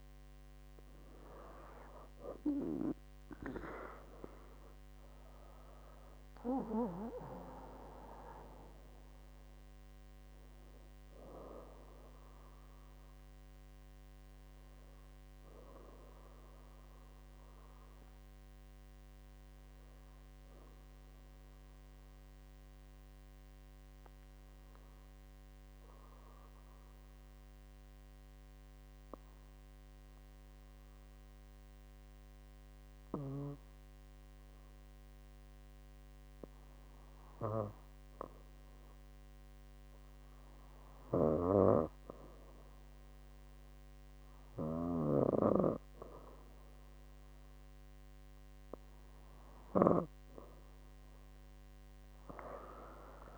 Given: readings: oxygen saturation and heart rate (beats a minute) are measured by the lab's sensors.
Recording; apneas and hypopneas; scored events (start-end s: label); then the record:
breathing in sleep by a microphone on the trachea; 1
18.00-37.00 s: obstructive apnea (oxygen 99% before, 92% lowest, heart rate 77 before, 62 extreme, up 4 after)
38.50-41.50 s: arousal
45.00-53.38 s: oxygen desaturation (device-marked, oxygen 99% before, 92% lowest, heart rate 64 before, 61 extreme)
From the record:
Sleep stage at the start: N2 (light sleep); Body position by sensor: on the back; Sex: female